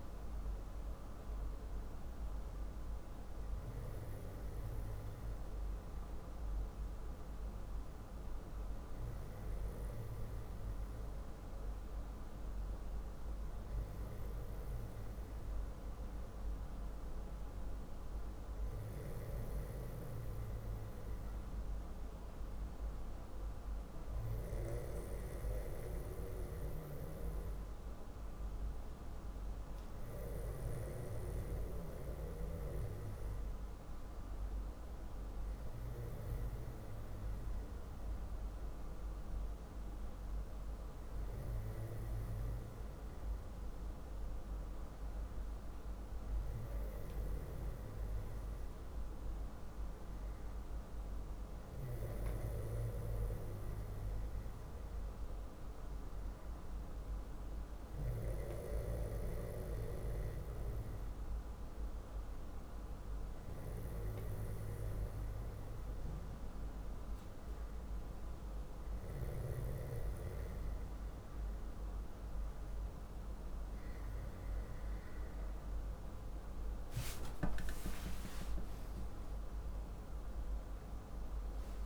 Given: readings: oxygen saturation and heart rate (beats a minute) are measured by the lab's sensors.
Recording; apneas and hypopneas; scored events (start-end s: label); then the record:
breathing in sleep by a room microphone; none
78.00-81.86 s: arousal
From the record:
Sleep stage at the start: N2 (light sleep); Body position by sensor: on the back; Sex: male